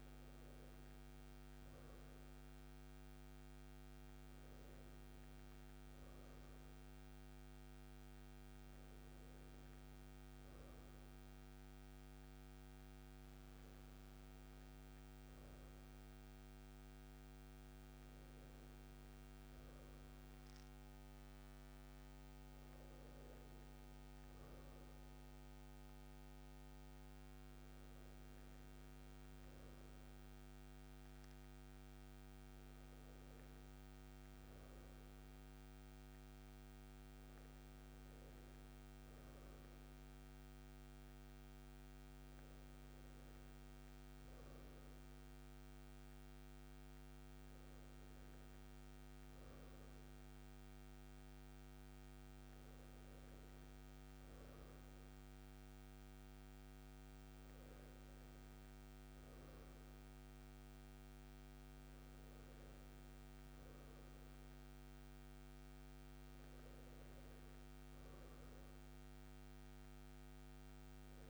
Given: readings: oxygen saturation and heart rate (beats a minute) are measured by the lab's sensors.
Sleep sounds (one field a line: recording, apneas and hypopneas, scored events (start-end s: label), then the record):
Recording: a person awake in a sleep study, hard to hear, by a microphone on the trachea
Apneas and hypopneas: none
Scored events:
none scored
From the record:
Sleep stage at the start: awake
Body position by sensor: on the right side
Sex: male